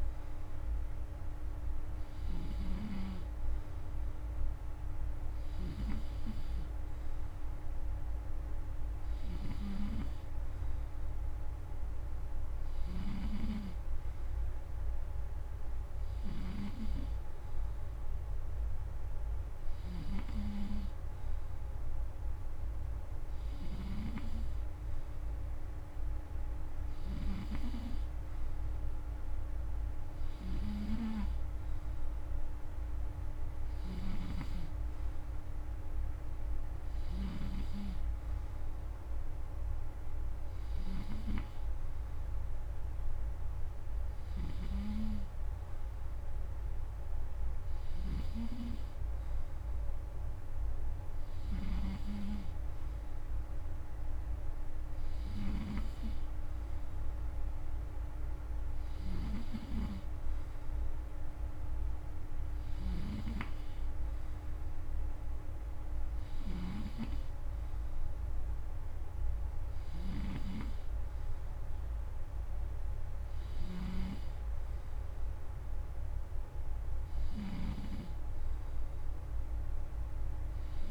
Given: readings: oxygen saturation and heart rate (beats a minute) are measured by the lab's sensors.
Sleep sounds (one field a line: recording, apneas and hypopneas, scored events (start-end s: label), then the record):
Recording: breathing in sleep by a room microphone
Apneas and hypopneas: none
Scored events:
0.00-40.50 s: snoring (device-marked)
47.50-80.91 s: snoring (device-marked)
From the record:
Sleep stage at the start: N2 (light sleep)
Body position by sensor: on the front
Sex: male